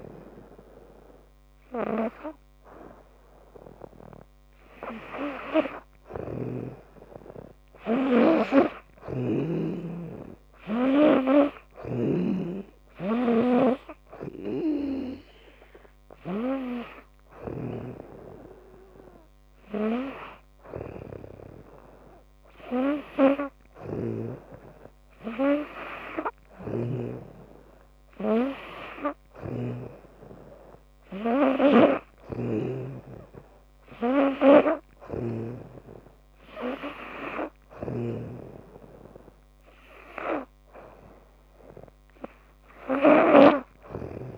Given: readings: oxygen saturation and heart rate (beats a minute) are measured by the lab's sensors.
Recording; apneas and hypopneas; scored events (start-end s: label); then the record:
breathing in sleep by a microphone on the trachea; none
8.50-17.50 s: snoring (device-marked)
26.00-32.50 s: snoring (device-marked)
34.50-43.00 s: snoring (device-marked)
From the record:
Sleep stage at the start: N2 (light sleep); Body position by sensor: on the back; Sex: female